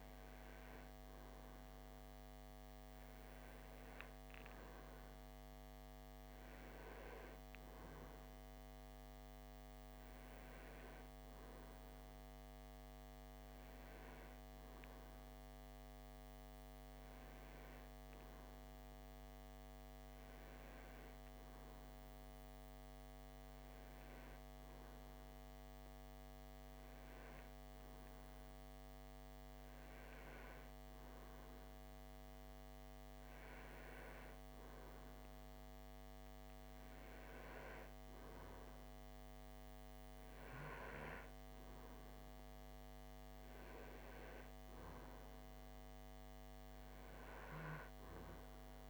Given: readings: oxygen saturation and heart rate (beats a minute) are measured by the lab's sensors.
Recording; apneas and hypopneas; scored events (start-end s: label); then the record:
breathing in sleep, hard to hear, by a microphone on the trachea; none
none scored
From the record:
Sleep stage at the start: N2 (light sleep); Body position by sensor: on the back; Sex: male